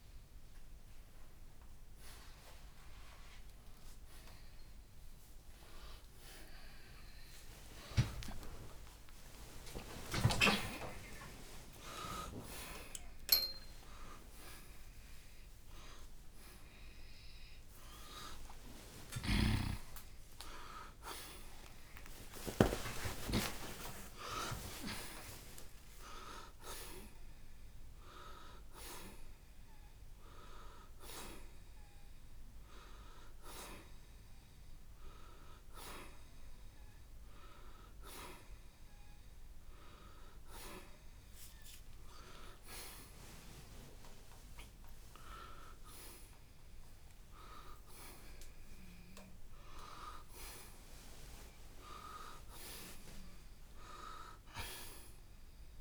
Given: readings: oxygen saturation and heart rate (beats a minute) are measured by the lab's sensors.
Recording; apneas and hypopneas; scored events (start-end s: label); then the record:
a person awake in a sleep study, by a room microphone; none
9.50-19.50 s: oxygen desaturation (device-marked, oxygen 91% before, 87% lowest, heart rate 113 before, 76 extreme)
From the record:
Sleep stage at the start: awake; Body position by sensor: on the right side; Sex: male